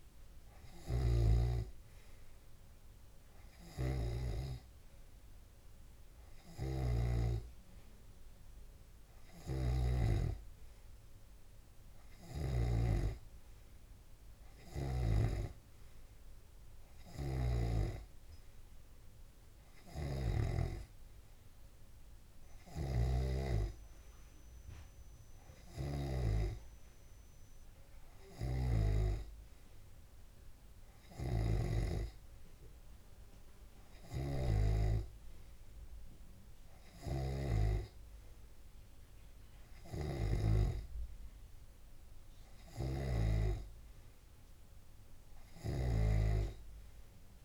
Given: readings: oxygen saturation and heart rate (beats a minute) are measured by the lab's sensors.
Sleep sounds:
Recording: breathing in sleep by a room microphone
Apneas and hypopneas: none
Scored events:
1.50-8.00 s: snoring (device-marked)
10.00-13.50 s: snoring (device-marked)
15.50-27.00 s: snoring (device-marked)
29.00-32.50 s: snoring (device-marked)
34.50-47.45 s: snoring (device-marked)
From the record:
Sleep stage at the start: N2 (light sleep)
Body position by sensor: on the left side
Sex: male

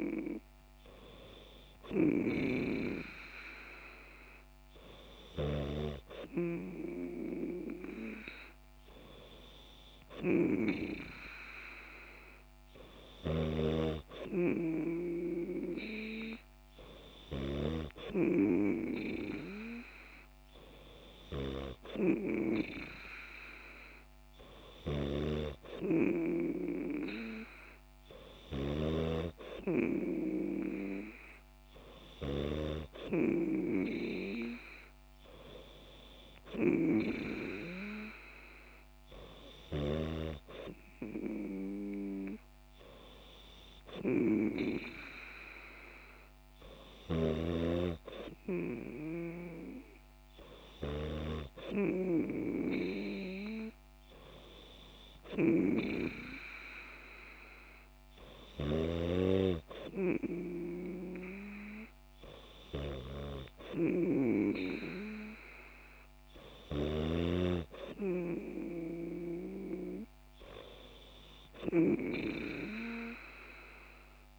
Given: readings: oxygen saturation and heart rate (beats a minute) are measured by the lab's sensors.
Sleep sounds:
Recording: breathing in sleep by a microphone on the trachea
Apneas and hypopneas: none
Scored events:
none scored
From the record:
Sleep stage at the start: N3 (deep sleep)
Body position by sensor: on the back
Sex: female

